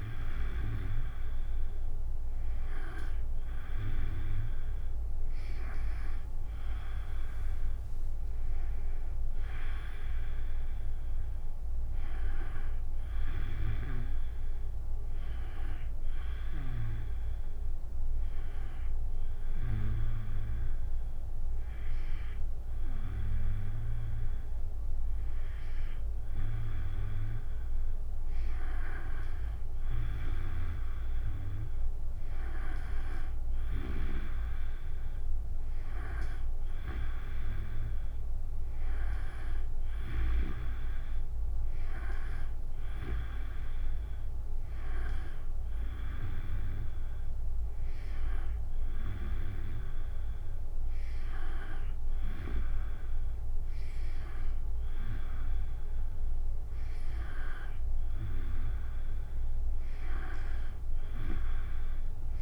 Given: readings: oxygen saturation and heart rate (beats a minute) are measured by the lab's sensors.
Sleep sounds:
breathing in sleep by a room microphone; none
none scored
From the record:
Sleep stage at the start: N2 (light sleep); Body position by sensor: on the back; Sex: female

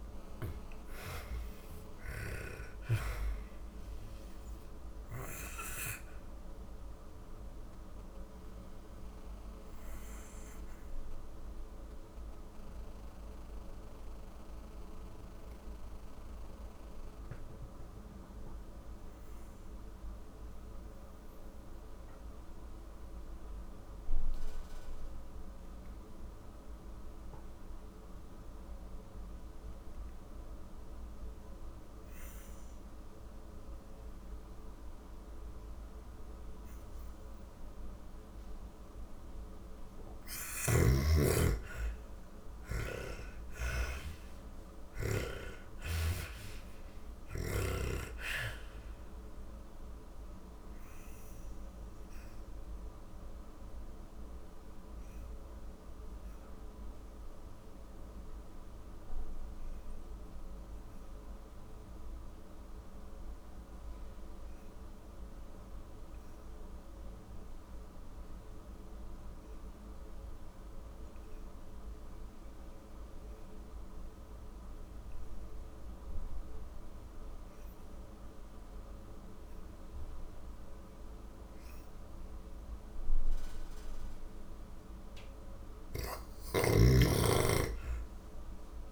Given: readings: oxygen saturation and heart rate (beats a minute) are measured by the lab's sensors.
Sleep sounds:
breathing in sleep by a room microphone; 2
0.00-21.00 s: oxygen desaturation (device-marked, oxygen 78% lowest)
3.50-37.50 s: obstructive apnea (oxygen 98% before, 78% lowest)
33.00-63.00 s: oxygen desaturation (device-marked, oxygen 99% before, 81% lowest, heart rate 45 before, 40 extreme)
39.00-42.50 s: snoring (device-marked)
39.50-43.50 s: arousal
48.50-83.50 s: obstructive apnea (oxygen 99% before, 80% lowest, heart rate 53 before, 40 extreme, up 22 after)
77.00-86.00 s: oxygen desaturation (device-marked, oxygen 98% before, 91% lowest, heart rate 50 before, 40 extreme)
84.50-88.92 s: snoring (device-marked)
85.50-88.92 s: arousal
From the record:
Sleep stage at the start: N2 (light sleep); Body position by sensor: on the back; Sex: female

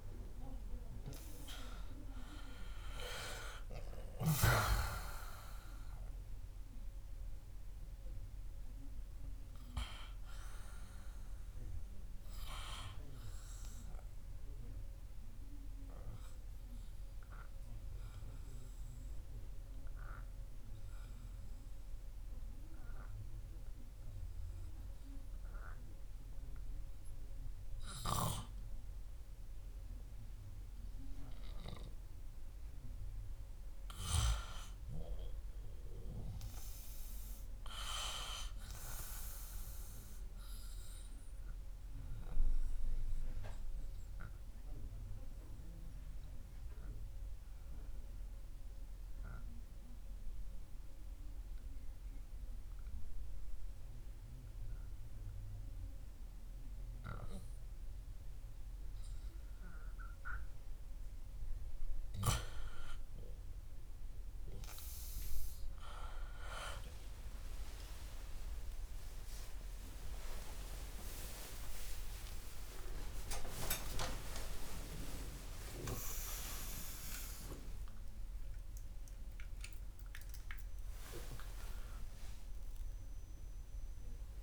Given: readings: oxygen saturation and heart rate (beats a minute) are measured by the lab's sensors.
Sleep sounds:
a person partly awake in a sleep study, by a room microphone; none
0.00-1.50 s: arousal
28.00-39.00 s: oxygen desaturation (device-marked, oxygen 98% before, 95% lowest, heart rate 79 before, 71 extreme)
57.00-84.42 s: new sleep stage, awake
From the record:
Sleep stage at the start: N2 (light sleep); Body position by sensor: on the back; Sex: male

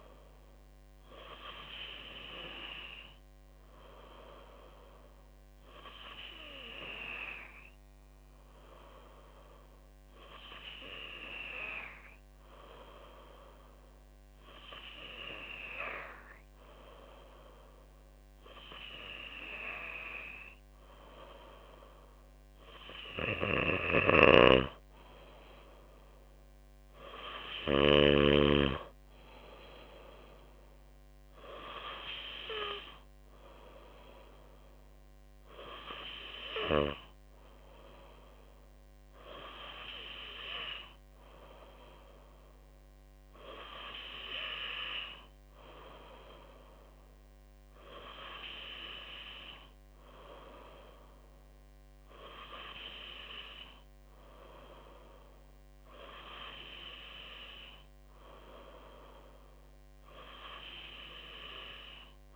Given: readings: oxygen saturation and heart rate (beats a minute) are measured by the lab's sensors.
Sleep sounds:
breathing in sleep by a microphone on the trachea; none
23.50-28.00 s: snoring (device-marked)
From the record:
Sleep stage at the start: N2 (light sleep); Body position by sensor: on the back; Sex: female

